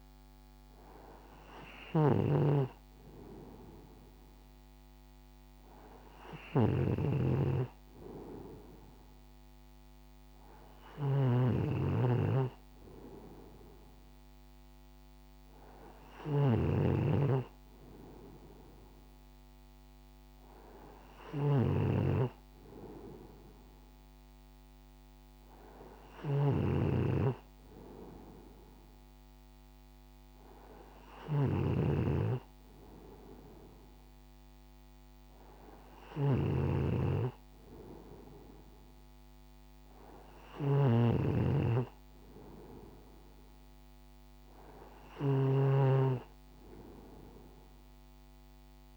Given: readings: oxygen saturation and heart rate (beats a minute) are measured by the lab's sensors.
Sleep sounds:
breathing in sleep by a microphone on the trachea; none
0.00-48.97 s: snoring (device-marked)
From the record:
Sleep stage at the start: N2 (light sleep); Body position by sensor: on the right side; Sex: male

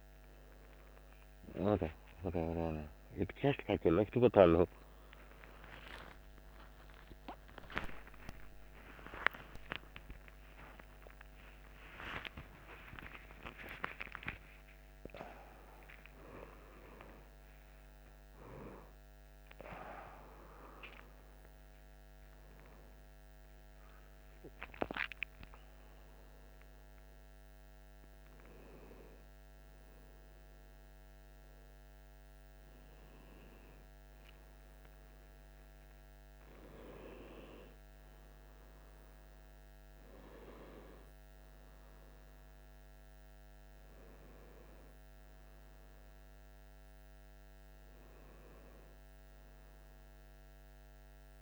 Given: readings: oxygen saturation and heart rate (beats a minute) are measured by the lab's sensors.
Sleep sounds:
a person awake in a sleep study, by a microphone on the trachea; none
9.50-12.50 s: tachycardia (device-marked, heart rate 57 before, 87 extreme)
13.50-15.50 s: tachycardia (device-marked, heart rate 57 before, 109 extreme)
42.50-51.42 s: new sleep stage, N1 (lightest sleep)
From the record:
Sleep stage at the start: awake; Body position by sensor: on the right side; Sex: male

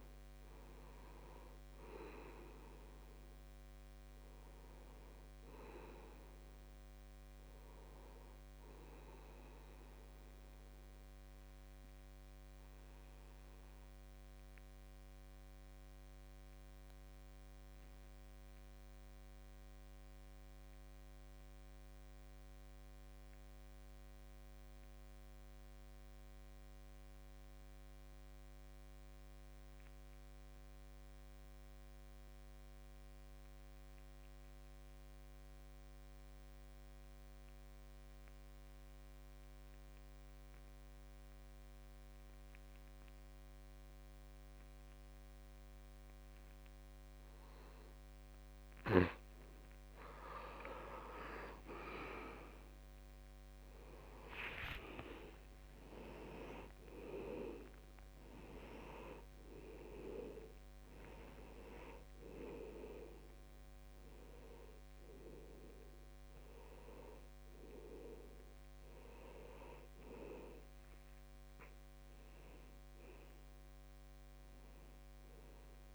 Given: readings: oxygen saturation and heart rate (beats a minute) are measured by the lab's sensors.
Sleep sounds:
breathing in sleep by a microphone on the trachea; 1
0.00-18.00 s: oxygen desaturation (device-marked, oxygen 81% lowest, heart rate 67 extreme)
12.00-48.00 s: obstructive apnea (oxygen 91% before, 81% lowest, heart rate 73 before, 69 extreme, up 11 after)
36.00-75.95 s: oxygen desaturation (device-marked, oxygen 97% before, 81% lowest, heart rate 71 before, 65 extreme)
51.00-54.00 s: arousal
54.00-56.00 s: long interval between heartbeats (device-marked, heart rate 72 before, 82 extreme)
From the record:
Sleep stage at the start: N2 (light sleep); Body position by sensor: on the back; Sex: male

